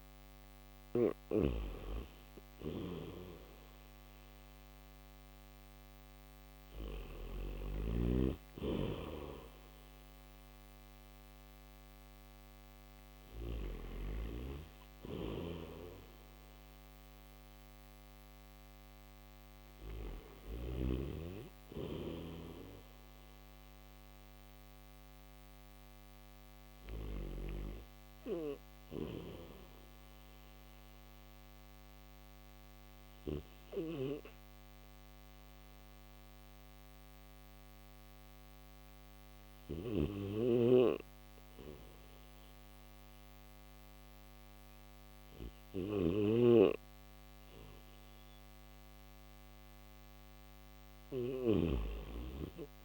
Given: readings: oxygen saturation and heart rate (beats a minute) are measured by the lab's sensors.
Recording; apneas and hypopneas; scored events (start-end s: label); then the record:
breathing in sleep by a microphone on the trachea; none
0.50-7.00 s: snoring (device-marked)
9.00-20.00 s: oxygen desaturation (device-marked, oxygen 97% before, 92% lowest, heart rate 64 before, 69 extreme)
45.50-51.50 s: snoring (device-marked)
From the record:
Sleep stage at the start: N1 (lightest sleep); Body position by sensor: on the back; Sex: male